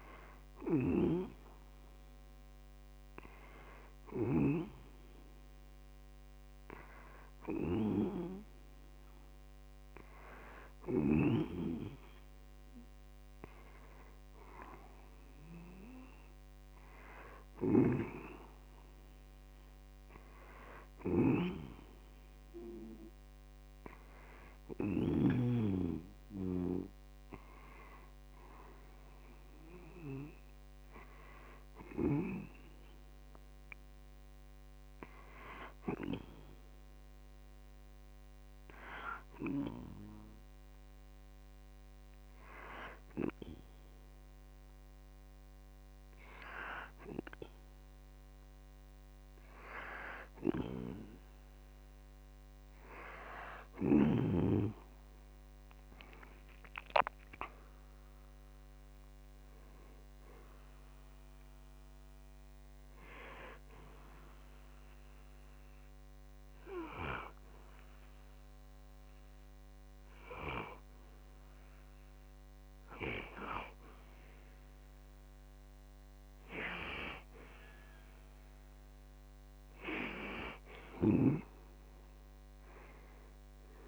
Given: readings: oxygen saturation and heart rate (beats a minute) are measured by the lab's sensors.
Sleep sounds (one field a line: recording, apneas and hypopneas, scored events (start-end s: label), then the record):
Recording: breathing in sleep by a microphone on the trachea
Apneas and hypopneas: 2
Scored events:
39.00-50.00 s: hypopnea (oxygen 93% before, 91% lowest, heart rate 60 before, 60 extreme, up 5 after)
53.00-57.00 s: arousal
61.50-73.00 s: hypopnea (oxygen 94% before, 91% lowest, heart rate 66 before, 46 extreme, up 2 after)
78.00-82.00 s: arousal
From the record:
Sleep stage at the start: N2 (light sleep)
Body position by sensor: on the back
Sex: male